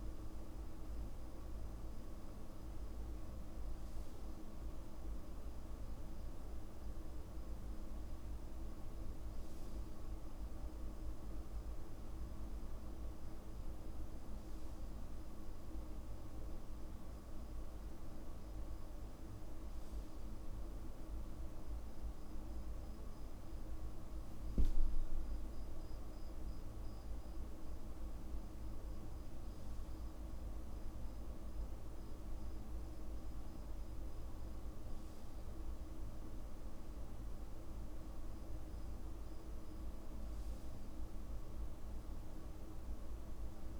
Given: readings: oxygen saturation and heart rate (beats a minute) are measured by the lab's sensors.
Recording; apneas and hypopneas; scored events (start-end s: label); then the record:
breathing in sleep, hard to hear, by a room microphone; none
none scored
From the record:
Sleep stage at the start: N2 (light sleep); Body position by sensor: on the back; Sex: male